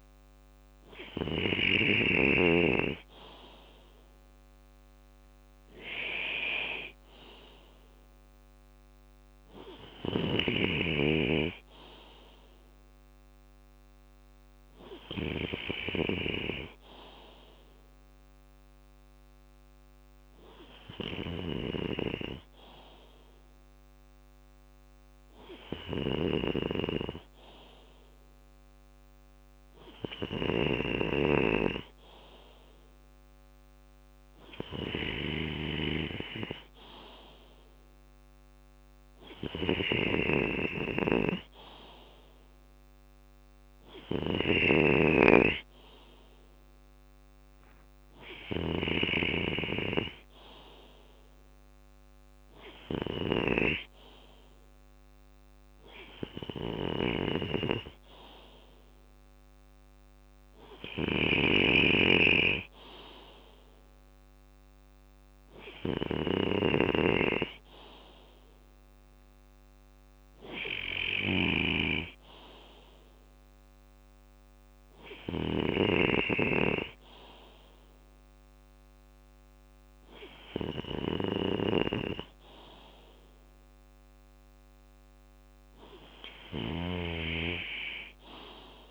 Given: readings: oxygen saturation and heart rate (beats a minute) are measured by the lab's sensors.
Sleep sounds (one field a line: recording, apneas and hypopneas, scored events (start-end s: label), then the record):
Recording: breathing in sleep by a microphone on the trachea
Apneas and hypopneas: none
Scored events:
0.00-1.50 s: snoring (device-marked)
0.00-4.50 s: drop in pulse transit time (device-marked, heart rate 62 extreme)
9.50-14.50 s: bradycardia (device-marked, heart rate 61 before, 57 extreme)
25.00-88.91 s: snoring (device-marked)
32.50-55.50 s: drop in pulse transit time (device-marked, heart rate 62 before, 60 extreme)
47.00-49.00 s: long interval between heartbeats (device-marked, heart rate 64 before, 79 extreme)
76.50-78.50 s: long interval between heartbeats (device-marked, heart rate 65 before, 79 extreme)
82.50-84.50 s: long interval between heartbeats (device-marked, heart rate 70 before, 71 extreme)
86.50-88.91 s: drop in pulse transit time (device-marked, heart rate 71 before, 59 extreme)
87.00-88.91 s: long interval between heartbeats (device-marked, heart rate 71 before, 80 extreme)
From the record:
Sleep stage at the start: N2 (light sleep)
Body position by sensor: on the left side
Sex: male